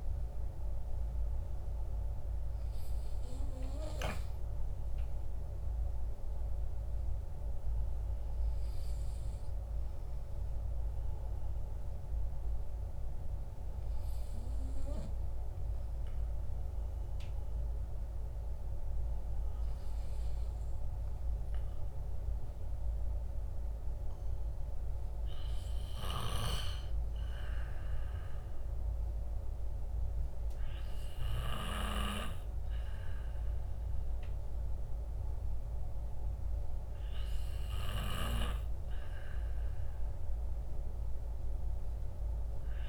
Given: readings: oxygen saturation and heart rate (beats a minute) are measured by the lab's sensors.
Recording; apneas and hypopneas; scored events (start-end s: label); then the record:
breathing in sleep by a room microphone; none
none scored
From the record:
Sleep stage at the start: N2 (light sleep); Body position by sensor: on the back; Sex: male